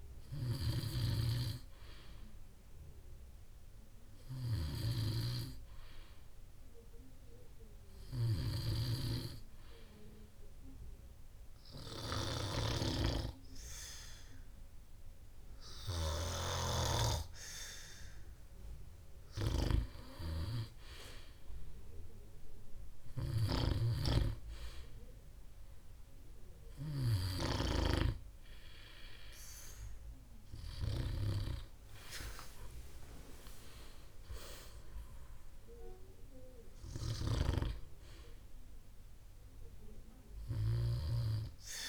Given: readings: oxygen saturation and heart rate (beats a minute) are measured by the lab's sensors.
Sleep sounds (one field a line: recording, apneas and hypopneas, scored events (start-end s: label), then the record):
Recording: breathing in sleep by a room microphone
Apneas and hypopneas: 1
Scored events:
0.00-18.00 s: snoring (device-marked)
8.50-20.50 s: obstructive apnea (oxygen 96% before, 94% lowest, heart rate 60 before, 58 extreme, up 9 after)
21.50-24.50 s: arousal
24.00-28.00 s: snoring (device-marked)
38.00-41.88 s: snoring (device-marked)
From the record:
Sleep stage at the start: N2 (light sleep)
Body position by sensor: on the back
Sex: male